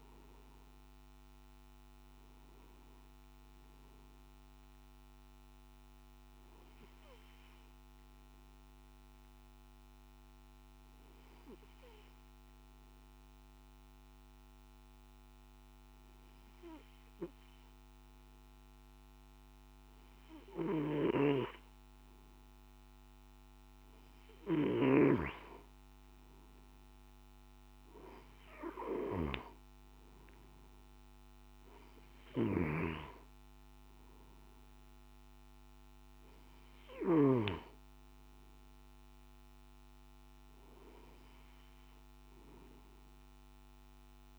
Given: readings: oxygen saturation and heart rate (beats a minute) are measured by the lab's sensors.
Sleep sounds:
breathing in sleep by a microphone on the trachea; 1
6.00-23.00 s: obstructive apnea (oxygen 96% before, 93% lowest, heart rate 55 before, 52 extreme, up 3 after)
33.00-44.39 s: oxygen desaturation (device-marked, oxygen 97% before, 93% lowest, heart rate 54 before, 51 extreme)
From the record:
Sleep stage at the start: N3 (deep sleep); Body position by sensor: on the back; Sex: male

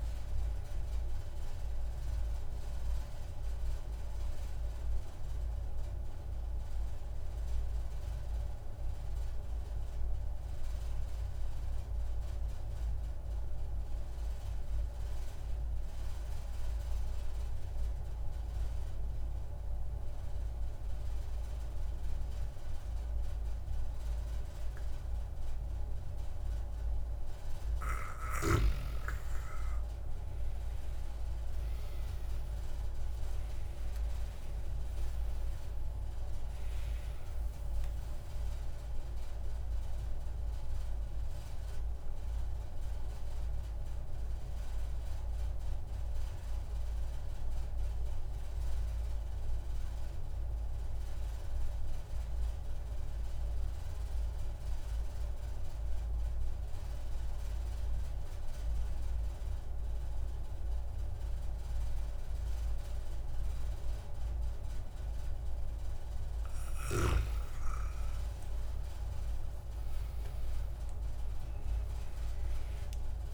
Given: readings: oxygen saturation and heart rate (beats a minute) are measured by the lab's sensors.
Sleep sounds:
breathing in sleep, hard to hear, by a room microphone; 2
0.00-9.50 s: oxygen desaturation (device-marked, oxygen 93% lowest)
3.00-26.50 s: obstructive apnea (oxygen 98% before, 93% lowest)
29.50-33.00 s: arousal
39.50-65.00 s: obstructive apnea (oxygen 97% before, 93% lowest)
68.50-71.50 s: arousal
70.50-73.34 s: oxygen desaturation (device-marked, oxygen 97% before, 93% lowest)
From the record:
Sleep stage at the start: N2 (light sleep); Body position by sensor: on the back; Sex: male

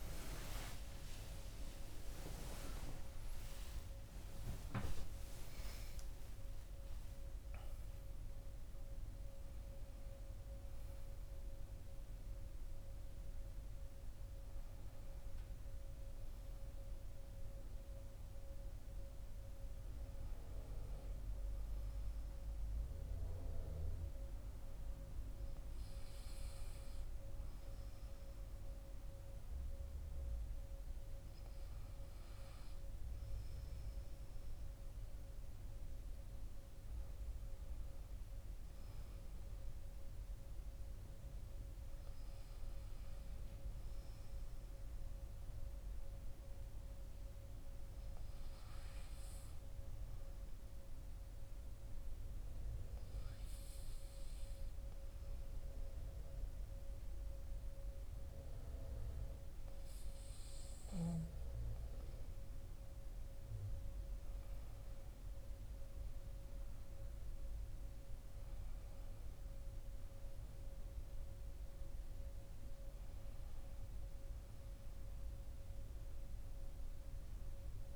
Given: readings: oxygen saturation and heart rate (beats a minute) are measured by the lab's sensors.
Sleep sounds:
a person partly awake in a sleep study, hard to hear, by a room microphone; none
16.50-77.96 s: new sleep stage, N2 (light sleep)
From the record:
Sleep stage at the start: awake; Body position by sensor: on the back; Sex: male

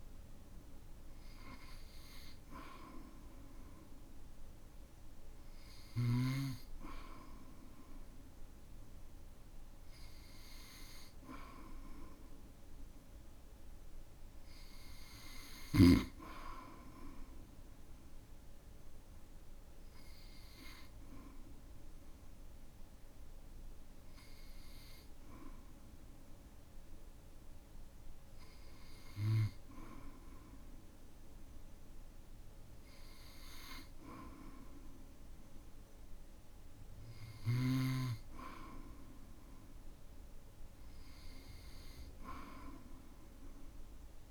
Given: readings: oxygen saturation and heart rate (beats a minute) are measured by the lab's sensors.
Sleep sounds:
breathing in sleep by a room microphone; none
none scored
From the record:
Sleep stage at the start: N2 (light sleep); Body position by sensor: on the back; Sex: male

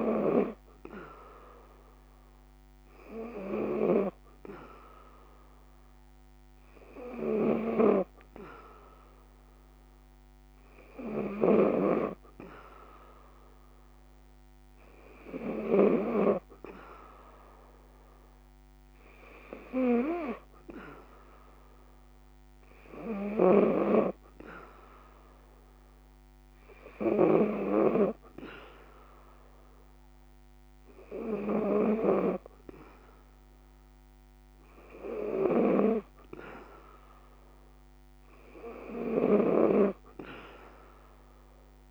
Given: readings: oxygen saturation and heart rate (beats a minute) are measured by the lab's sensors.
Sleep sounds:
breathing in sleep by a microphone on the trachea; none
10.50-15.50 s: snoring (device-marked)
22.50-41.91 s: snoring (device-marked)
From the record:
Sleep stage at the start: N3 (deep sleep); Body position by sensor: on the back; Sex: female

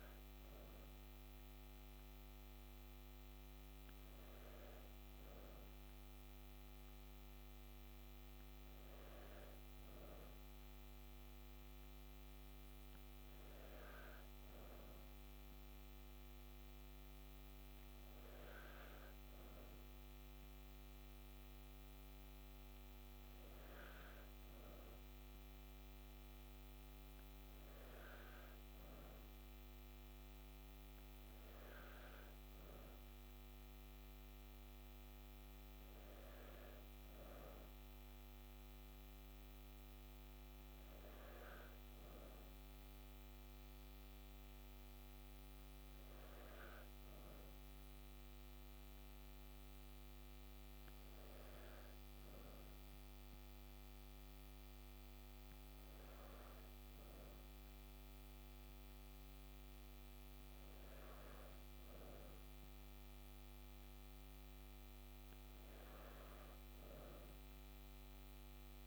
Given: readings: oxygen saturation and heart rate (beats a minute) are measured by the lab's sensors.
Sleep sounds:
breathing in sleep, hard to hear, by a microphone on the trachea; none
none scored
From the record:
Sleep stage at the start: N3 (deep sleep); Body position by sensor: on the back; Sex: female

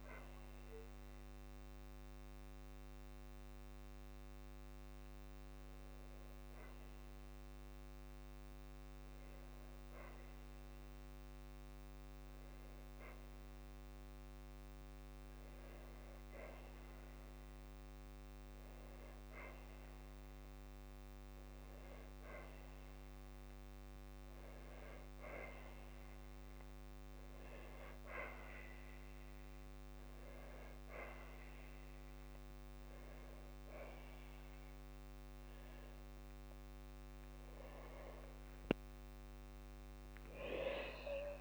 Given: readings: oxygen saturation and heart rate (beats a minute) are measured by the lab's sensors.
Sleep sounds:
breathing in sleep by a microphone on the trachea; none
none scored
From the record:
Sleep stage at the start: N1 (lightest sleep); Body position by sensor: on the back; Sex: female

